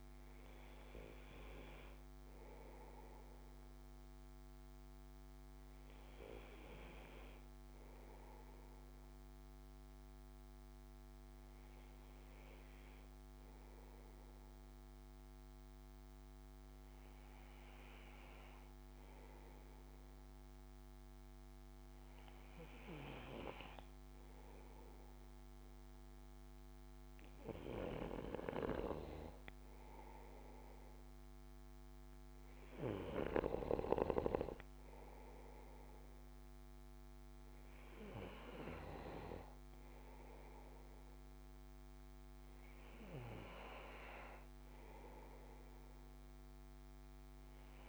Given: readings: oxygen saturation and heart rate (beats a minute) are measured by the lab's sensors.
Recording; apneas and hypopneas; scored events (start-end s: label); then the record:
breathing in sleep by a microphone on the trachea; none
none scored
From the record:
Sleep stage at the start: N2 (light sleep); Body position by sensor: on the back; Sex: male